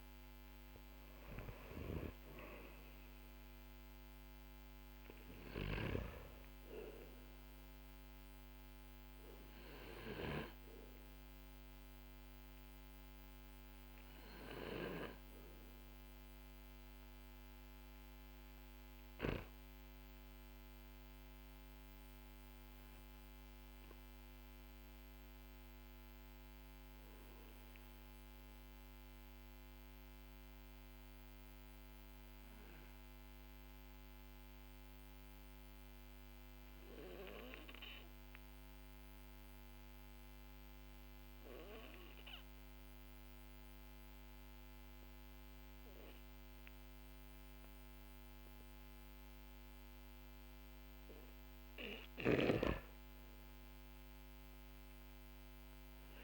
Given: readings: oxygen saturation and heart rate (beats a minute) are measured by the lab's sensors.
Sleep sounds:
breathing in sleep by a microphone on the trachea; 1
0.00-5.50 s: snoring (device-marked)
1.00-32.00 s: oxygen desaturation (device-marked, oxygen 98% before, 93% lowest, heart rate 54 before, 41 extreme)
8.00-50.00 s: obstructive apnea (oxygen 100% before, 93% lowest, heart rate 53 before, 43 extreme, up 13 after)
51.50-55.50 s: arousal
51.50-56.00 s: snoring (device-marked)
From the record:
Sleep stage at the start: N2 (light sleep); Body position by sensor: on the back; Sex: male

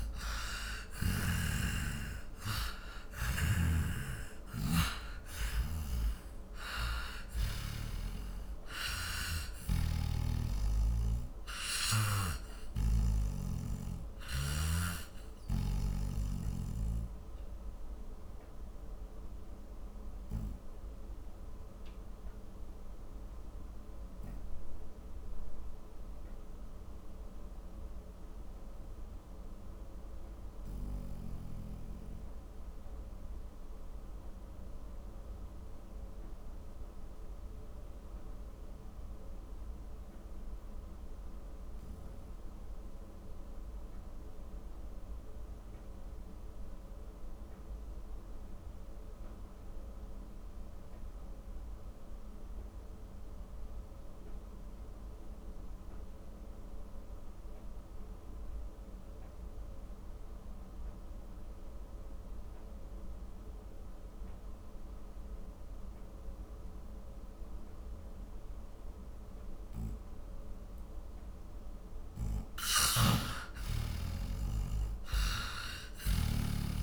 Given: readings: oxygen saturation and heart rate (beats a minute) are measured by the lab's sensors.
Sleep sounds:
breathing in sleep by a room microphone; 1
0.00-44.00 s: oxygen desaturation (device-marked, oxygen 83% lowest, heart rate 37 extreme)
3.50-8.00 s: snoring (device-marked)
10.00-13.50 s: snoring (device-marked)
18.00-71.00 s: obstructive apnea (oxygen 96% before, 83% lowest, heart rate 63 before, 37 extreme, up 20 after)
72.00-76.00 s: arousal
73.00-76.50 s: snoring (device-marked)
73.00-76.83 s: oxygen desaturation (device-marked, oxygen 98% before, 86% lowest, heart rate 49 before, 39 extreme)
From the record:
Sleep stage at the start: N2 (light sleep); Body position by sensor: on the back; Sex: male

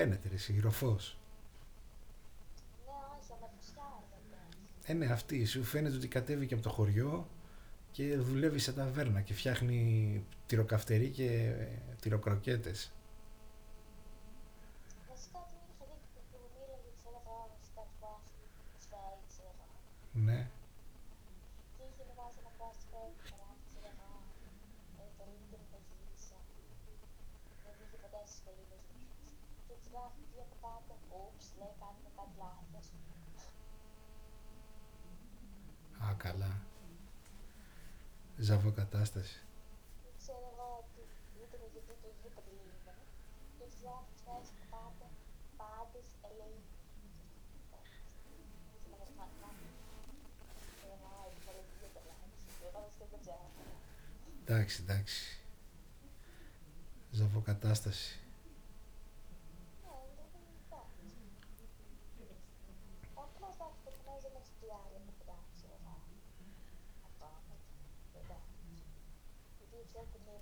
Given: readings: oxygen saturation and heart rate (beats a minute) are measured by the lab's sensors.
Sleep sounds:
a person awake in a sleep study, by a room microphone; none
none scored
From the record:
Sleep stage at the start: awake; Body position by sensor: on the back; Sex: male

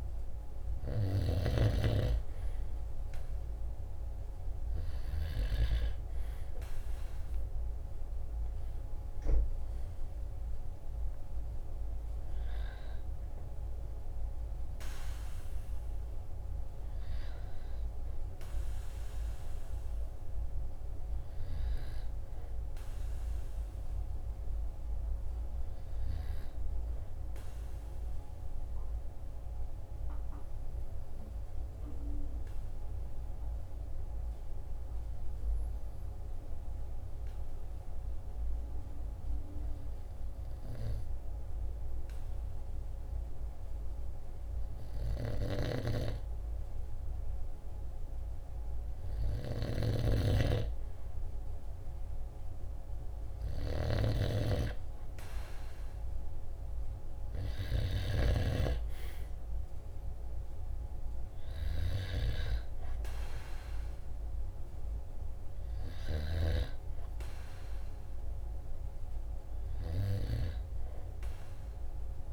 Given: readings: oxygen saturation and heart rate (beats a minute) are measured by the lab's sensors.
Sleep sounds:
breathing in sleep by a room microphone; 1
21.00-24.50 s: arousal
28.00-45.50 s: obstructive apnea (oxygen 96% before, 94% lowest, heart rate 47 before, 45 extreme, up 0 after)
47.50-52.00 s: arousal
From the record:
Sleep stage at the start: N2 (light sleep); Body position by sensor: on the right side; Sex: male

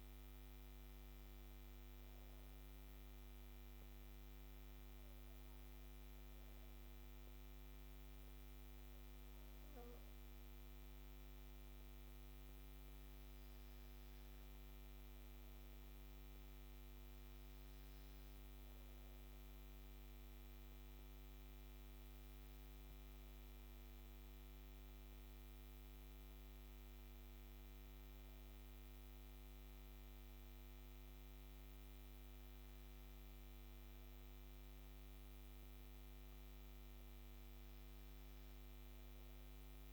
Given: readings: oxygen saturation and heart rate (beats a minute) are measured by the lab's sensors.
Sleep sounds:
breathing in sleep, hard to hear, by a microphone on the trachea; none
none scored
From the record:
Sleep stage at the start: N2 (light sleep); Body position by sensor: on the back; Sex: female

